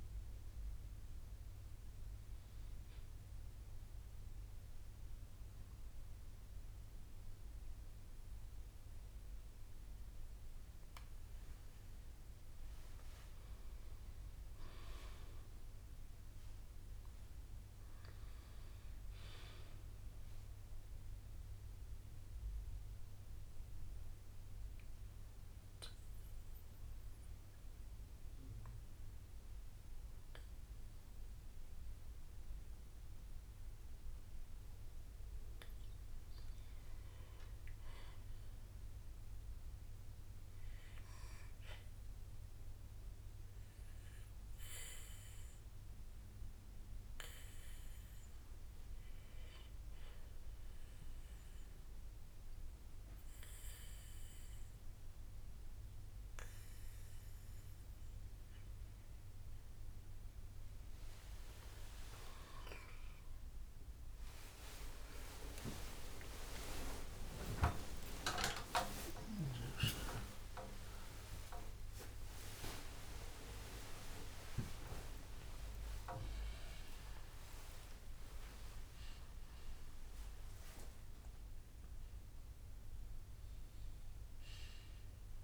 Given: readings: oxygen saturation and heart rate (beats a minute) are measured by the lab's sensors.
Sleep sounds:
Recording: a person partly awake in a sleep study, by a room microphone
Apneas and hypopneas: 3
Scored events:
3.00-13.00 s: mixed apnea (oxygen 98% before, 95% lowest, heart rate 66 before, 61 extreme, up 3 after)
15.00-18.00 s: arousal
18.50-34.50 s: drop in pulse transit time (device-marked, heart rate 63 before, 61 extreme)
20.50-34.00 s: mixed apnea (oxygen 97% before, 94% lowest, heart rate 63 before, 56 extreme, up 3 after)
36.00-39.00 s: arousal
37.50-46.50 s: bradycardia (device-marked, heart rate 64 before, 56 extreme)
43.00-58.50 s: mixed apnea (oxygen 97% before, 94% lowest, heart rate 62 before, 56 extreme, up 11 after)
51.50-58.50 s: bradycardia (device-marked, heart rate 63 before, 56 extreme)
53.50-85.44 s: new sleep stage, awake
65.50-71.50 s: tachycardia (device-marked, heart rate 63 before, 108 extreme)
65.50-79.50 s: drop in pulse transit time (device-marked, heart rate 59 before, 67 extreme)
67.00-69.00 s: long interval between heartbeats (device-marked, heart rate 60 before, 73 extreme)
69.00-71.00 s: long interval between heartbeats (device-marked, heart rate 62 before, 105 extreme)
72.50-74.50 s: long interval between heartbeats (device-marked, heart rate 72 before, 106 extreme)
77.00-79.00 s: long interval between heartbeats (device-marked, heart rate 80 before, 93 extreme)
From the record:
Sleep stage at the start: N2 (light sleep)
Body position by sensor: on the back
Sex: male

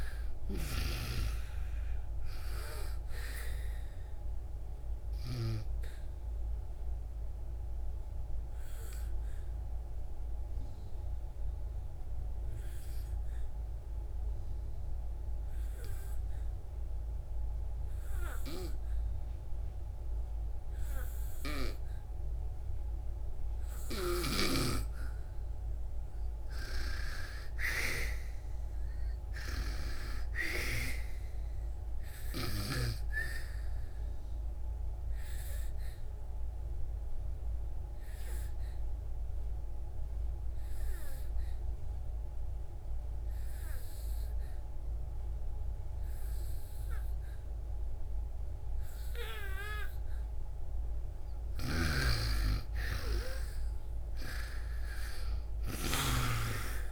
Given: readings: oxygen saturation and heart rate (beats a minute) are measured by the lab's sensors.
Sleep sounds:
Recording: breathing in sleep by a room microphone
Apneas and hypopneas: 2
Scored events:
0.00-25.00 s: oxygen desaturation (device-marked, oxygen 87% lowest, heart rate 59 extreme)
4.50-25.00 s: obstructive apnea (oxygen 98% before, 87% lowest, heart rate 70 before, 59 extreme, up 36 after)
27.50-30.50 s: arousal
33.00-51.00 s: obstructive apnea (oxygen 98% before, 85% lowest, heart rate 70 before, 57 extreme, up 9 after)
34.00-53.00 s: oxygen desaturation (device-marked, oxygen 98% before, 89% lowest, heart rate 71 before, 57 extreme)
51.50-56.00 s: snoring (device-marked)
53.00-56.50 s: arousal
From the record:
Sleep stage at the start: N2 (light sleep)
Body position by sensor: on the back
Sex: female

